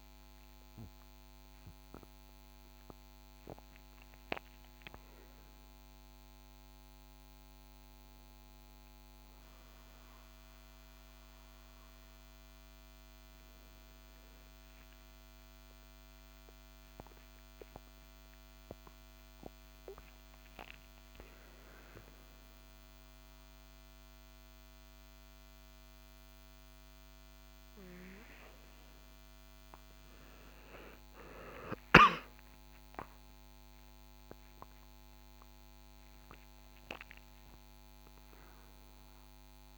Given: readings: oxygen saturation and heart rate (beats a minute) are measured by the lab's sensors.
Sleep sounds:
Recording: a person awake in a sleep study, by a microphone on the trachea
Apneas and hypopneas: none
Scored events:
none scored
From the record:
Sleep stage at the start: awake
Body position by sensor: on the right side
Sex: male

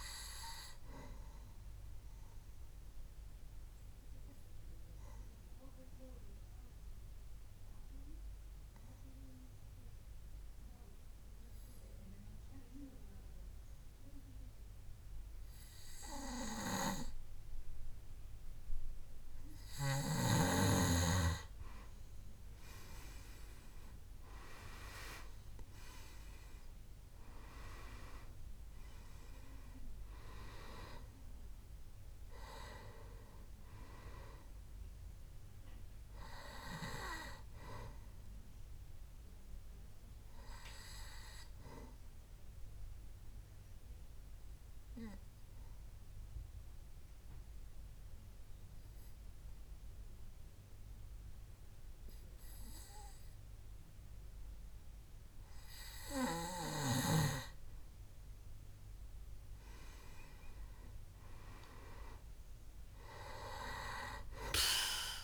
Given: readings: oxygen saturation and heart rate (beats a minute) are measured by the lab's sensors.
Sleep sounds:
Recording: breathing in sleep by a room microphone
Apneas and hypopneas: 2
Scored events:
0.00-10.50 s: oxygen desaturation (device-marked, oxygen 92% lowest, heart rate 65 extreme)
0.50-18.50 s: obstructive apnea (oxygen 97% before, 89% lowest, heart rate 68 before, 65 extreme, up 5 after)
23.50-27.50 s: arousal
26.50-48.50 s: oxygen desaturation (device-marked, oxygen 97% before, 89% lowest, heart rate 68 before, 63 extreme)
40.00-56.00 s: obstructive apnea (oxygen 98% before, 89% lowest, heart rate 70 before, 63 extreme, up 6 after)
58.50-63.00 s: arousal
From the record:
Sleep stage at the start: N2 (light sleep)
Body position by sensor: on the back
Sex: male

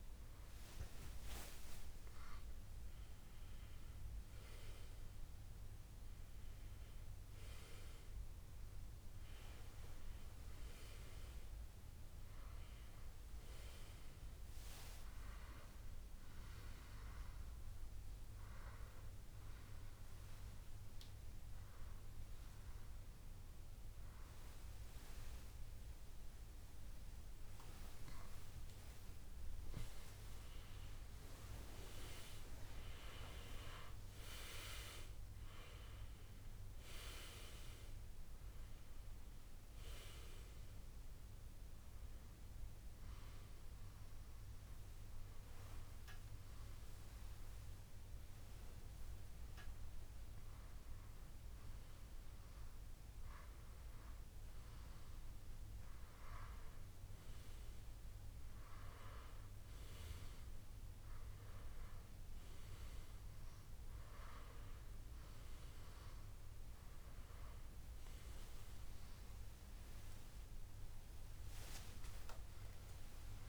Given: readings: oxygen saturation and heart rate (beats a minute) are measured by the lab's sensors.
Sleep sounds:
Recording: breathing in sleep by a room microphone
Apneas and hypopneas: 1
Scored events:
10.00-12.00 s: long interval between heartbeats (device-marked, heart rate 72 before, 73 extreme)
17.50-29.50 s: hypopnea (oxygen 98% before, 95% lowest, heart rate 75 before, 73 extreme, up 34 after)
22.50-73.49 s: new sleep stage, N2 (light sleep)
24.50-29.50 s: tachycardia (device-marked, heart rate 72 before, 107 extreme)
25.50-27.50 s: long interval between heartbeats (device-marked, heart rate 76 before, 86 extreme)
28.00-30.00 s: long interval between heartbeats (device-marked, heart rate 78 before, 104 extreme)
31.50-35.50 s: arousal
67.50-73.49 s: tachycardia (device-marked, heart rate 73 before, 139 extreme)
70.50-72.50 s: long interval between heartbeats (device-marked, heart rate 78 before, 117 extreme)
72.00-73.49 s: arousal
From the record:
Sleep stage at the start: N1 (lightest sleep)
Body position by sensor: on the back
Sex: male

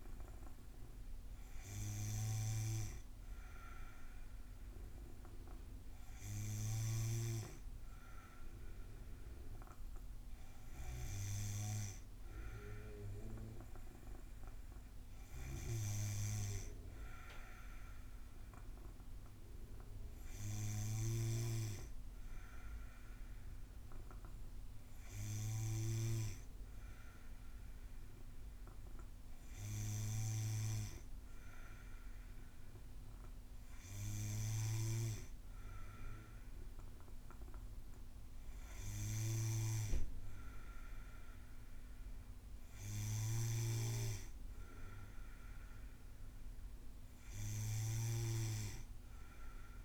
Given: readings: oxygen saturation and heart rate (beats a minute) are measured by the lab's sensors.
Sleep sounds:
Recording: breathing in sleep by a room microphone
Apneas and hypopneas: none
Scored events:
15.00-26.00 s: snoring (device-marked)
43.00-48.00 s: snoring (device-marked)
From the record:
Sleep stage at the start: N2 (light sleep)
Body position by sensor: on the back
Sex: female

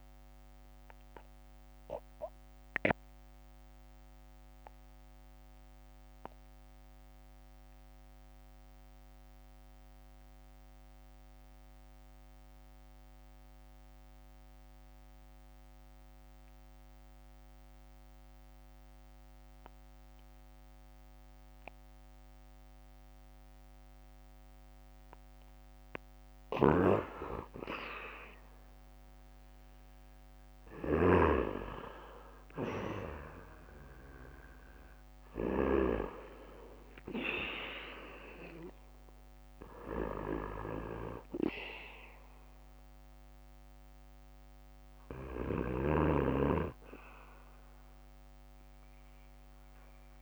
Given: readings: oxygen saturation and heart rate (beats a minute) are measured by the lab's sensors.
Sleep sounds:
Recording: breathing in sleep by a microphone on the trachea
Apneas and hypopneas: 1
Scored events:
1.00-3.00 s: bradycardia (device-marked, heart rate 64 before, 58 extreme)
2.00-25.50 s: mixed apnea (oxygen 97% before, 87% lowest, heart rate 62 before, 45 extreme, up 24 after)
5.00-25.00 s: bradycardia (device-marked, heart rate 64 before, 45 extreme)
19.00-43.00 s: oxygen desaturation (device-marked, oxygen 94% before, 90% lowest, heart rate 58 before, 57 extreme)
26.00-28.00 s: bradycardia (device-marked, heart rate 64 before, 59 extreme)
27.50-32.00 s: arousal
From the record:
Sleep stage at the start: REM sleep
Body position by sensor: on the back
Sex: male

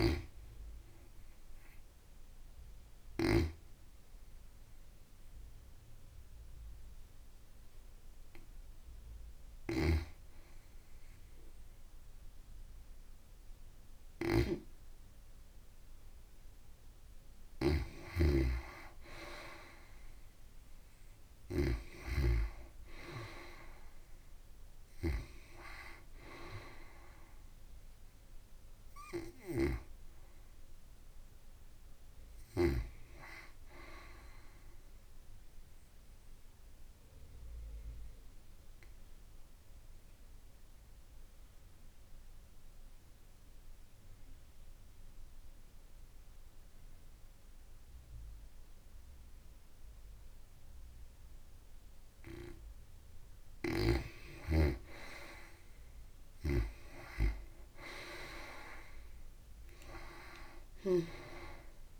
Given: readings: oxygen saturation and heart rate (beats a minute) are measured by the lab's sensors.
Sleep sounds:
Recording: breathing in sleep by a room microphone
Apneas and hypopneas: 2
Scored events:
0.00-10.50 s: oxygen desaturation (device-marked, oxygen 85% lowest, heart rate 68 extreme)
2.00-17.00 s: hypopnea (oxygen 95% before, 85% lowest, heart rate 56 before, 68 extreme, up 40 after)
18.50-22.50 s: arousal
35.50-52.00 s: obstructive apnea (oxygen 92% before, 90% lowest, heart rate 91 before, 52 extreme, up 39 after)
54.50-58.50 s: arousal
57.50-62.00 s: oxygen desaturation (device-marked, oxygen 93% before, 90% lowest, heart rate 65 before, 52 extreme)
From the record:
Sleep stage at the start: N2 (light sleep)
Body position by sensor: on the back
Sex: female

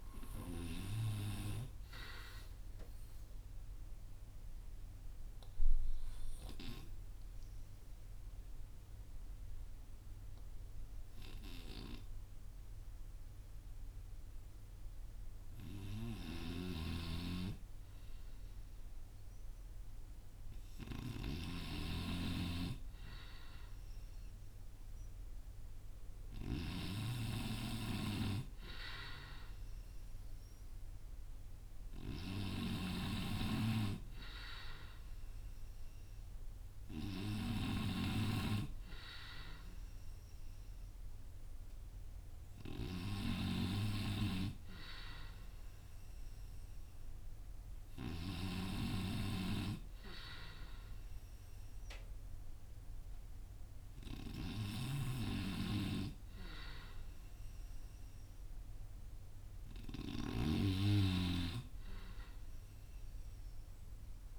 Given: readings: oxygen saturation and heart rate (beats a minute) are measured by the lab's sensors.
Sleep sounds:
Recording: breathing in sleep by a room microphone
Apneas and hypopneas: 1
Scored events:
3.00-17.50 s: obstructive apnea (oxygen 93% before, 92% lowest, heart rate 54 before, 46 extreme, up 1 after)
16.50-22.00 s: snoring (device-marked)
18.00-22.50 s: arousal
31.00-52.00 s: oxygen desaturation (device-marked, oxygen 97% before, 92% lowest, heart rate 50 before, 39 extreme)
60.00-64.39 s: snoring (device-marked)
From the record:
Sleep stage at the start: N2 (light sleep)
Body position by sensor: on the front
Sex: male

